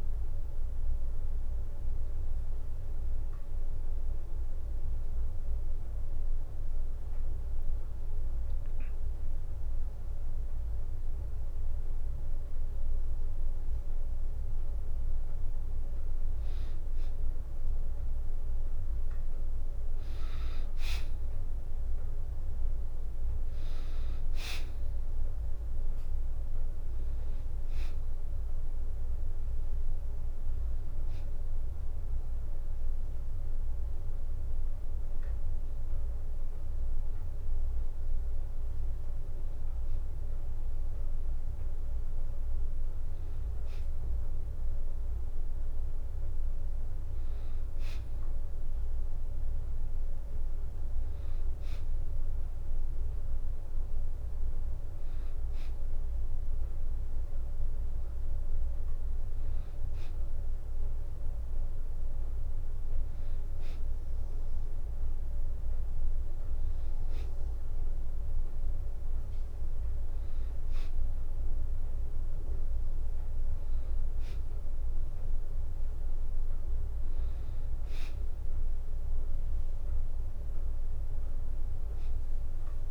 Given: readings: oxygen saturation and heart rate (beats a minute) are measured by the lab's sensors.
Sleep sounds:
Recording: breathing in sleep, hard to hear, by a room microphone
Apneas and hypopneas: 1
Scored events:
0.00-12.50 s: drop in pulse transit time (device-marked, heart rate 62 extreme)
2.00-15.00 s: obstructive apnea (oxygen 96% before, 92% lowest, heart rate 70 before, 61 extreme, up 0 after)
17.00-19.50 s: arousal
28.50-35.50 s: oxygen desaturation (device-marked, oxygen 98% before, 92% lowest, heart rate 63 before, 64 extreme)
From the record:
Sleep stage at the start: N2 (light sleep)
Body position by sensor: on the back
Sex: female

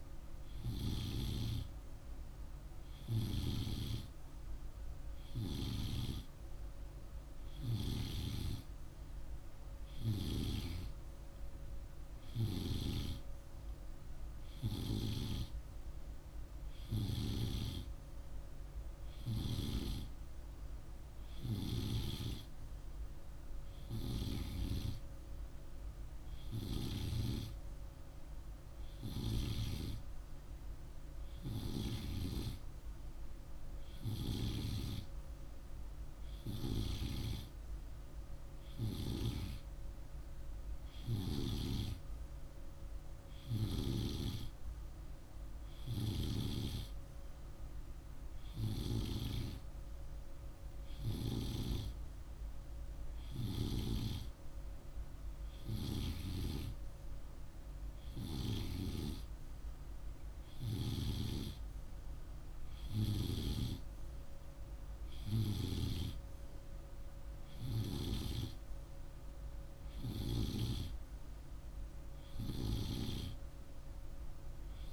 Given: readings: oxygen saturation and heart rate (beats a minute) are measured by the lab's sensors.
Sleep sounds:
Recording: breathing in sleep by a room microphone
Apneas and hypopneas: none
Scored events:
none scored
From the record:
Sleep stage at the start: N2 (light sleep)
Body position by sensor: on the right side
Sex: male

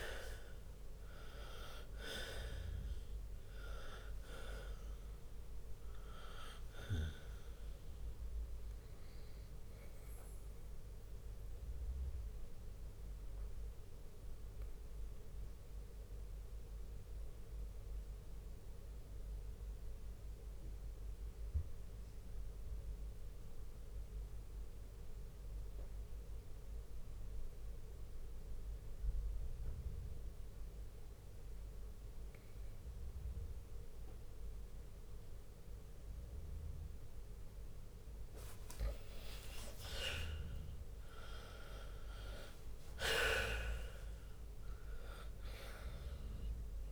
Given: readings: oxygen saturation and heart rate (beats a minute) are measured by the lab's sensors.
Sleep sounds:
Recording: breathing in sleep by a room microphone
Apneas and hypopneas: 1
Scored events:
0.00-15.00 s: drop in pulse transit time (device-marked, heart rate 62 extreme)
1.00-25.00 s: oxygen desaturation (device-marked, oxygen 97% before, 90% lowest, heart rate 62 before, 59 extreme)
10.50-36.50 s: obstructive apnea (oxygen 97% before, 89% lowest, heart rate 66 before, 59 extreme, up 23 after)
17.00-26.00 s: bradycardia (device-marked, heart rate 63 before, 59 extreme)
36.00-46.92 s: oxygen desaturation (device-marked, oxygen 98% before, 91% lowest, heart rate 60 before, 59 extreme)
38.50-43.50 s: arousal
41.00-46.92 s: drop in pulse transit time (device-marked, heart rate 62 before, 68 extreme)
43.50-45.50 s: long interval between heartbeats (device-marked, heart rate 64 before, 74 extreme)
From the record:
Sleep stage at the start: N2 (light sleep)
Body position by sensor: on the right side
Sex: male

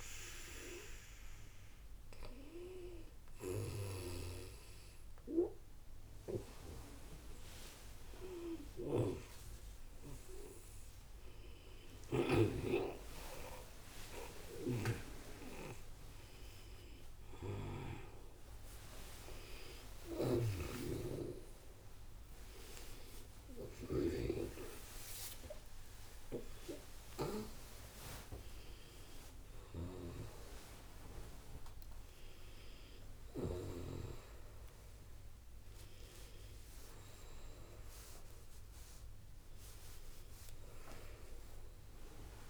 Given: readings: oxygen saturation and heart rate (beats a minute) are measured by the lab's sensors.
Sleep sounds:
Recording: a person awake in a sleep study, by a room microphone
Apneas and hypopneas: none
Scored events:
10.50-42.50 s: new sleep stage, awake
14.00-20.00 s: snoring (device-marked)
From the record:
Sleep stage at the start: N2 (light sleep)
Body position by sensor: on the back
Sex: female

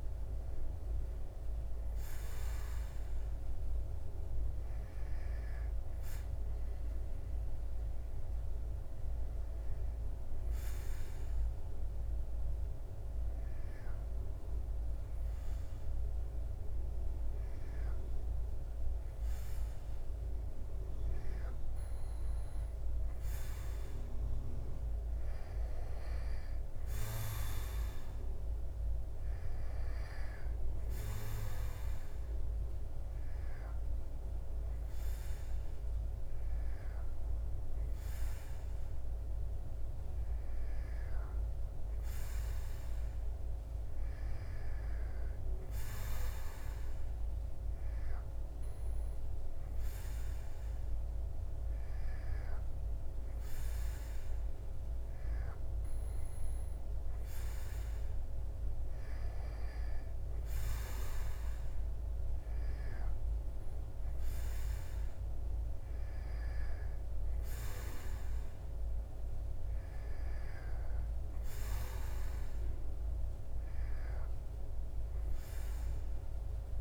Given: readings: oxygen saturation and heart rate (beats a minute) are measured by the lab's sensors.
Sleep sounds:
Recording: breathing in sleep, hard to hear, by a room microphone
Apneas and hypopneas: none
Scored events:
none scored
From the record:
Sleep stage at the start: N2 (light sleep)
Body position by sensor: on the back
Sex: male

